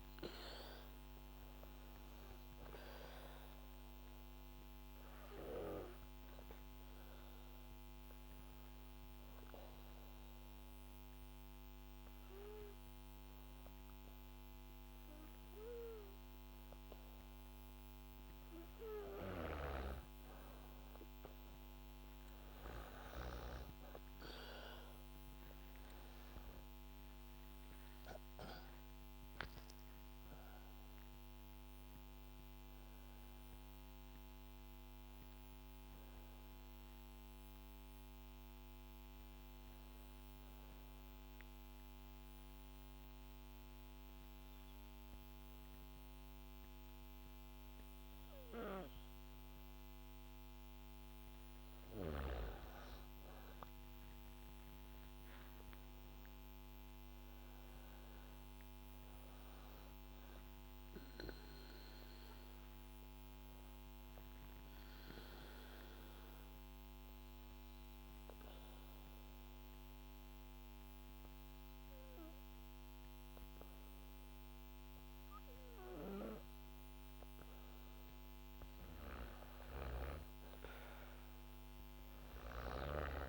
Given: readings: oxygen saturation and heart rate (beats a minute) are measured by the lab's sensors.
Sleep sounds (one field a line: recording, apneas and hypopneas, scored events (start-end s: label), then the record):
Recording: breathing in sleep by a microphone on the trachea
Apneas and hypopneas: 3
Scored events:
8.50-19.00 s: obstructive apnea (oxygen 99% before, 95% lowest, heart rate 65 before, 59 extreme, up 7 after)
26.00-30.00 s: arousal
36.50-39.50 s: bradycardia (device-marked, heart rate 68 before, 63 extreme)
40.00-52.50 s: mixed apnea (oxygen 98% before, 95% lowest, heart rate 70 before, 62 extreme, up 1 after)
55.50-59.00 s: arousal
64.50-78.00 s: obstructive apnea (oxygen 99% before, 95% lowest, heart rate 65 before, 64 extreme, up 0 after)
79.50-83.00 s: arousal
From the record:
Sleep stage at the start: N2 (light sleep)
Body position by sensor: on the back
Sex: female